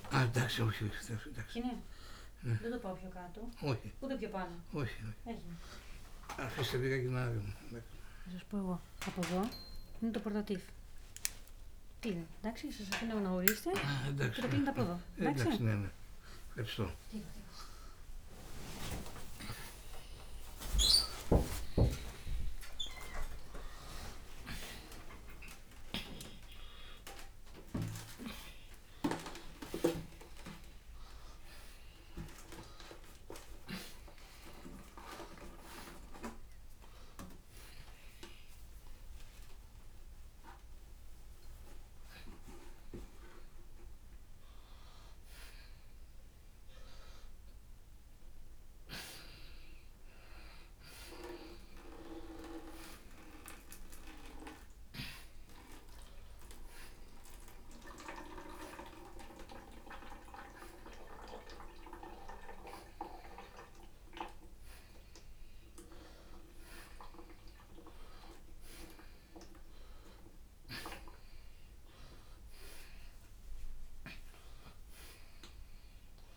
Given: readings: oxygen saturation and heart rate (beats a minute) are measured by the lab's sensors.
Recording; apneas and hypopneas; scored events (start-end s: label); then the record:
a person awake in a sleep study, by a room microphone; none
0.00-1.00 s: snoring (device-marked)
41.00-63.00 s: oxygen desaturation (device-marked, oxygen 94% before, 91% lowest)
71.00-76.00 s: oxygen desaturation (device-marked, oxygen 93% before, 88% lowest, heart rate 77 before, 87 extreme)
From the record:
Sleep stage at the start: awake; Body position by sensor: upright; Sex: male